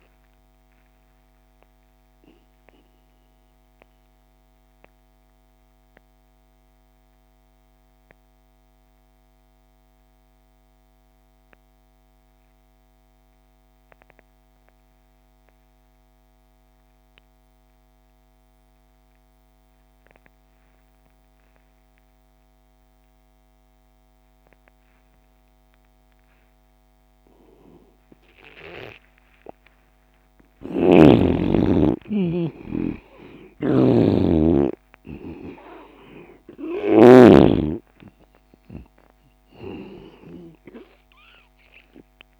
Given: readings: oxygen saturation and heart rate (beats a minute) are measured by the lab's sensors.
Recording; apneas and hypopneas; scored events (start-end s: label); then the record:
breathing in sleep by a microphone on the trachea; 1
0.00-16.00 s: oxygen desaturation (device-marked, oxygen 83% lowest)
1.50-28.50 s: mixed apnea (oxygen 97% before, 83% lowest)
30.50-37.50 s: snoring (device-marked)
31.50-35.50 s: arousal
35.00-42.40 s: oxygen desaturation (device-marked, oxygen 98% before, 85% lowest)
From the record:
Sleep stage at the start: N2 (light sleep); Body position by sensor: on the left side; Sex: male